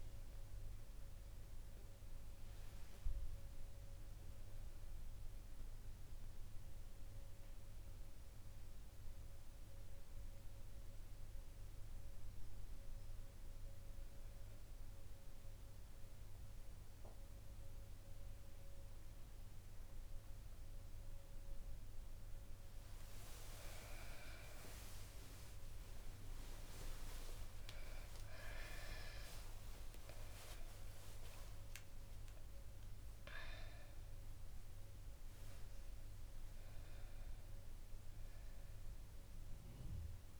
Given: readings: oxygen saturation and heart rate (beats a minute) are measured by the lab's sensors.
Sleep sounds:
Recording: breathing in sleep by a room microphone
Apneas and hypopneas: 1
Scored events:
0.00-2.50 s: arousal
5.50-18.50 s: hypopnea (oxygen 100% before, 93% lowest, heart rate 69 before, 70 extreme, up 3 after)
24.00-30.50 s: arousal
24.50-38.50 s: oxygen desaturation (device-marked, oxygen 99% before, 93% lowest, heart rate 71 before, 69 extreme)
From the record:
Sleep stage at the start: N1 (lightest sleep)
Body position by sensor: on the back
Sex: female

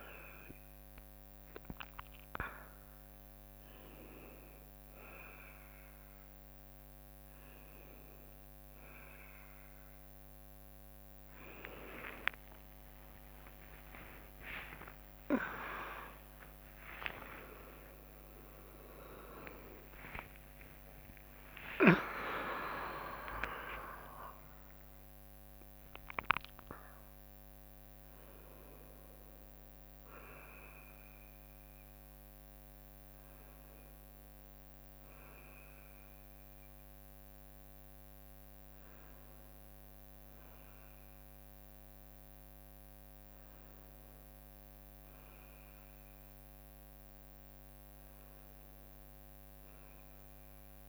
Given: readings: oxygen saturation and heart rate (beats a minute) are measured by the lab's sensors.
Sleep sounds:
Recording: a person awake in a sleep study, by a microphone on the trachea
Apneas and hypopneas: none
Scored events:
0.00-6.50 s: drop in pulse transit time (device-marked, heart rate 62 extreme)
9.50-28.50 s: tachycardia (device-marked, heart rate 63 before, 154 extreme)
11.50-13.50 s: long interval between heartbeats (device-marked, heart rate 64 before, 81 extreme)
11.50-50.89 s: new sleep stage, awake
14.50-16.50 s: long interval between heartbeats (device-marked, heart rate 71 before, 126 extreme)
16.50-18.50 s: long interval between heartbeats (device-marked, heart rate 79 before, 139 extreme)
19.50-35.50 s: drop in pulse transit time (device-marked, heart rate 90 before, 90 extreme)
22.50-32.50 s: oxygen desaturation (device-marked, oxygen 96% before, 92% lowest, heart rate 98 before, 59 extreme)
From the record:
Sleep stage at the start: N2 (light sleep)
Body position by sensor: on the right side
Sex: female

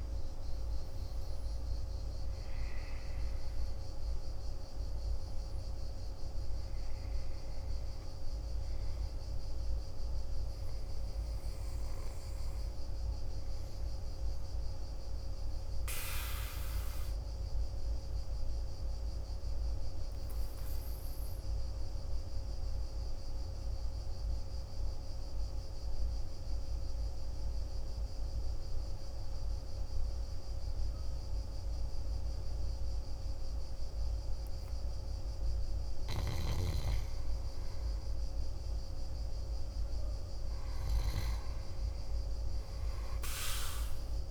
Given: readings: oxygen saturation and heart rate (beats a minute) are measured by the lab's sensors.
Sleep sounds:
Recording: breathing in sleep by a room microphone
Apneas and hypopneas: 1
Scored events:
0.00-4.00 s: arousal
0.00-25.00 s: oxygen desaturation (device-marked, oxygen 88% lowest, heart rate 53 extreme)
19.00-35.50 s: obstructive apnea (oxygen 97% before, 87% lowest, heart rate 59 before, 54 extreme, up 4 after)
36.00-44.31 s: oxygen desaturation (device-marked, oxygen 98% before, 91% lowest, heart rate 55 before, 54 extreme)
38.00-42.00 s: arousal
From the record:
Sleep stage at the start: N2 (light sleep)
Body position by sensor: on the back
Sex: male

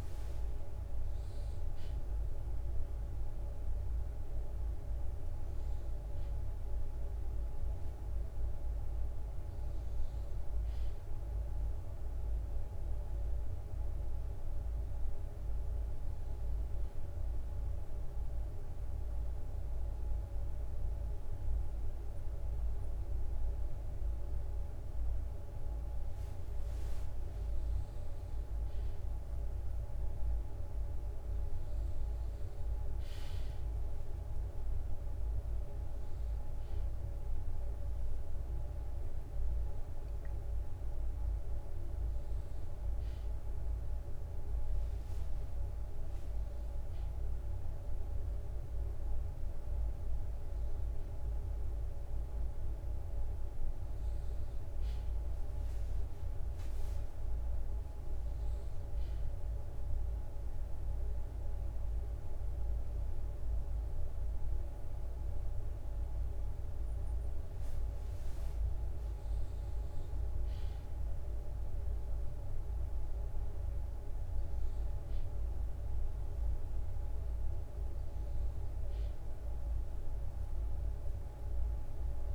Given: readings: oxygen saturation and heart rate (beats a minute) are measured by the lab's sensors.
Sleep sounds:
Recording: breathing in sleep, hard to hear, by a room microphone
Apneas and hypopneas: 2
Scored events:
0.00-2.00 s: bradycardia (device-marked, heart rate 60 extreme)
4.00-7.00 s: bradycardia (device-marked, heart rate 61 before, 59 extreme)
9.00-15.00 s: bradycardia (device-marked, heart rate 61 before, 59 extreme)
9.50-13.00 s: arousal
17.00-27.50 s: central apnea (oxygen 98% before, 95% lowest, heart rate 60 before, 57 extreme, up 4 after)
18.00-25.00 s: bradycardia (device-marked, heart rate 61 before, 57 extreme)
28.00-34.00 s: bradycardia (device-marked, heart rate 61 before, 58 extreme)
32.00-43.00 s: drop in pulse transit time (device-marked, heart rate 59 before, 57 extreme)
34.00-38.50 s: arousal
46.00-52.00 s: bradycardia (device-marked, heart rate 61 before, 59 extreme)
53.00-56.50 s: arousal
56.00-65.00 s: drop in pulse transit time (device-marked, heart rate 61 before, 58 extreme)
59.00-69.00 s: central apnea (oxygen 97% before, 95% lowest, heart rate 61 before, 58 extreme, up 3 after)
60.00-66.00 s: bradycardia (device-marked, heart rate 61 before, 58 extreme)
72.00-75.00 s: bradycardia (device-marked, heart rate 61 before, 60 extreme)
78.00-82.35 s: new sleep stage, awake
From the record:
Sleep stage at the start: N1 (lightest sleep)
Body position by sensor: on the back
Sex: male

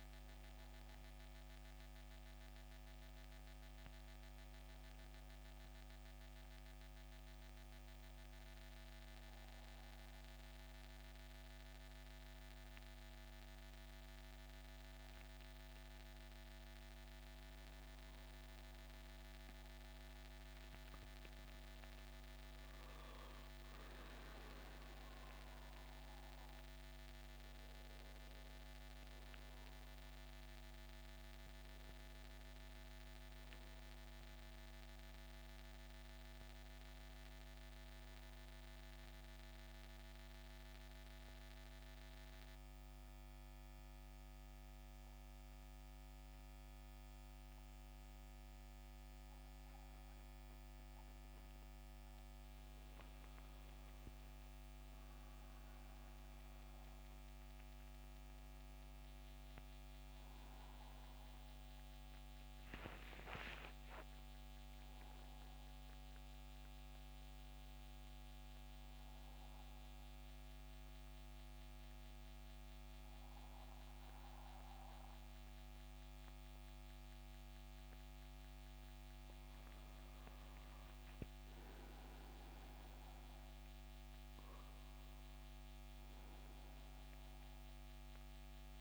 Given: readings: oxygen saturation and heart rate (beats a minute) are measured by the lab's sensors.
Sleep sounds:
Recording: breathing in sleep, hard to hear, by a microphone on the trachea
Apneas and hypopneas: 3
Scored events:
0.00-9.00 s: oxygen desaturation (device-marked, oxygen 89% lowest, heart rate 72 extreme)
9.00-19.50 s: hypopnea (oxygen 92% before, 89% lowest, heart rate 79 before, 72 extreme, up 9 after)
21.00-25.00 s: arousal
39.50-52.00 s: hypopnea (oxygen 92% before, 88% lowest, heart rate 79 before, 72 extreme, up 8 after)
53.50-58.00 s: arousal
62.00-75.00 s: oxygen desaturation (device-marked, oxygen 95% before, 90% lowest, heart rate 75 before, 73 extreme)
69.50-80.50 s: hypopnea (oxygen 95% before, 87% lowest, heart rate 77 before, 73 extreme, up 7 after)
82.00-85.50 s: arousal
85.00-88.81 s: oxygen desaturation (device-marked, oxygen 93% before, 88% lowest, heart rate 76 before, 75 extreme)
From the record:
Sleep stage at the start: N2 (light sleep)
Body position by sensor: on the back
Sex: male

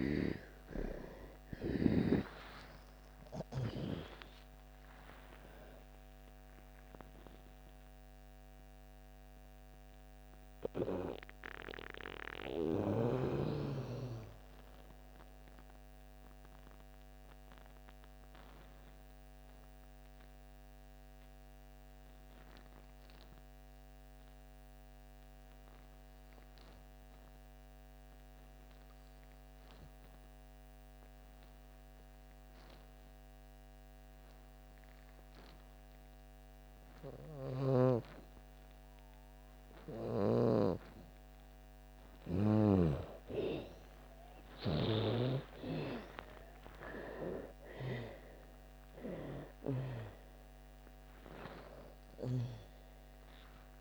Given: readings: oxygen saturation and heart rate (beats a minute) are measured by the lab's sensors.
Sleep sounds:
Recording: breathing in sleep by a microphone on the trachea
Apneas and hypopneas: 1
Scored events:
0.00-3.50 s: snoring (device-marked)
0.00-4.00 s: arousal
0.00-6.00 s: oxygen desaturation (device-marked, oxygen 89% lowest)
8.00-27.00 s: oxygen desaturation (device-marked, oxygen 94% before, 81% lowest)
9.50-41.00 s: obstructive apnea (oxygen 98% before, 80% lowest)
37.00-42.50 s: snoring (device-marked)
37.00-53.81 s: oxygen desaturation (device-marked, oxygen 98% before, 85% lowest)
44.00-48.00 s: arousal
From the record:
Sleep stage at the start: N2 (light sleep)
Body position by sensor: on the back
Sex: female

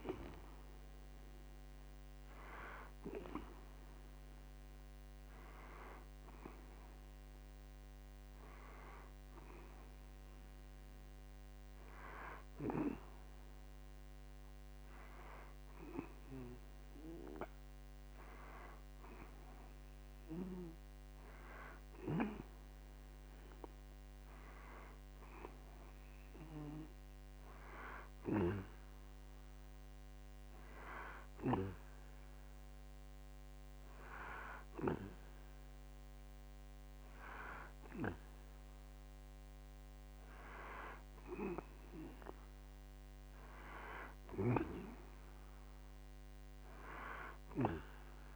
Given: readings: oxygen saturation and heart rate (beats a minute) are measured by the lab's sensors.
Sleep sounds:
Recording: breathing in sleep by a microphone on the trachea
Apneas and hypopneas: none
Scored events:
29.00-48.36 s: new sleep stage, N2 (light sleep)
From the record:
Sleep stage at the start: N1 (lightest sleep)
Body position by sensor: on the back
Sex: male

